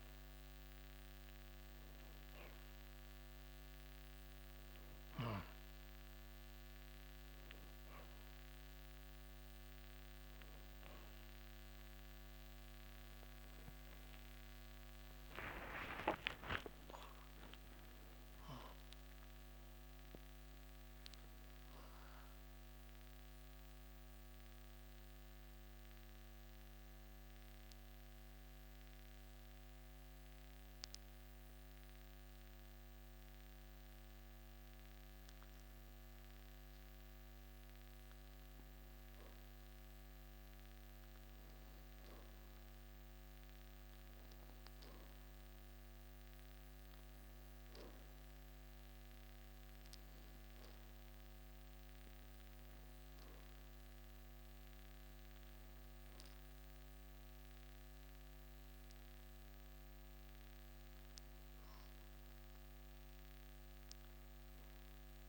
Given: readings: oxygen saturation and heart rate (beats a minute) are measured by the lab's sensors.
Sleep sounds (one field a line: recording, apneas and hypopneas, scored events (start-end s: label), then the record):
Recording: breathing in sleep, hard to hear, by a microphone on the trachea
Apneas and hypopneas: 1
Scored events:
0.00-14.50 s: oxygen desaturation (device-marked, oxygen 93% lowest, heart rate 55 extreme)
15.50-19.50 s: arousal
22.50-35.00 s: mixed apnea (oxygen 97% before, 93% lowest, heart rate 75 before, 54 extreme, up 0 after)
36.50-40.00 s: arousal
44.50-61.50 s: oxygen desaturation (device-marked, oxygen 97% before, 93% lowest, heart rate 55 before, 55 extreme)
From the record:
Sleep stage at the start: N2 (light sleep)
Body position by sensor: on the back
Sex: male